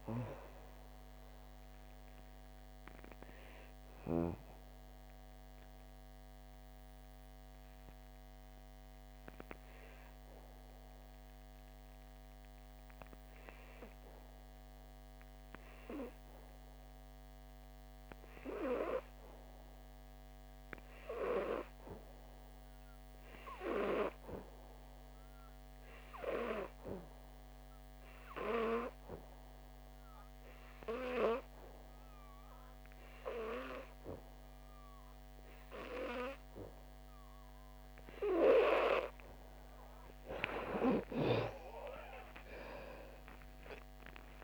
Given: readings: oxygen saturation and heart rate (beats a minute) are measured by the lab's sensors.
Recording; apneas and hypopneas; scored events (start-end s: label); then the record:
breathing in sleep by a microphone on the trachea; 1
0.00-21.50 s: oxygen desaturation (device-marked, oxygen 77% lowest, heart rate 61 extreme)
1.50-39.00 s: obstructive apnea (oxygen 97% before, 77% lowest, heart rate 83 before, 56 extreme, up 24 after)
26.50-44.44 s: oxygen desaturation (device-marked, oxygen 98% before, 80% lowest, heart rate 68 before, 56 extreme)
40.50-44.44 s: arousal
From the record:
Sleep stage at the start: N2 (light sleep); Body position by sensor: on the back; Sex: female